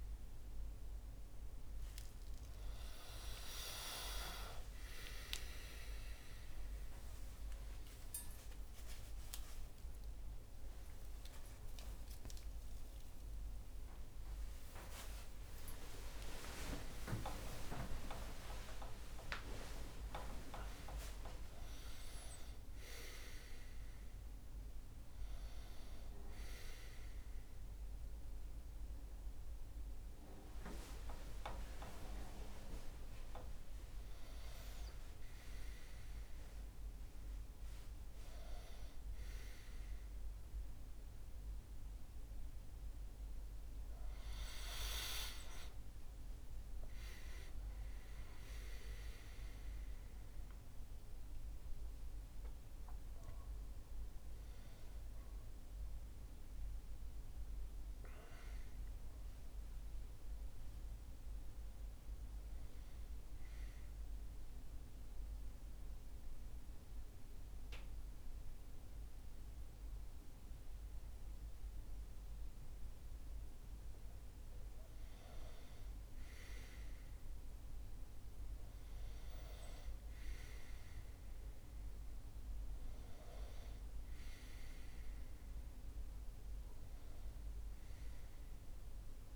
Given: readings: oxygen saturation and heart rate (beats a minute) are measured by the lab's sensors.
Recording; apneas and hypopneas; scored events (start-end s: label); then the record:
a person partly awake in a sleep study, by a room microphone; none
44.00-89.36 s: new sleep stage, N1 (lightest sleep)
83.00-89.36 s: oxygen desaturation (device-marked, oxygen 97% before, 94% lowest, heart rate 69 before, 70 extreme)
From the record:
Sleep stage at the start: awake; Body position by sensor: on the back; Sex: male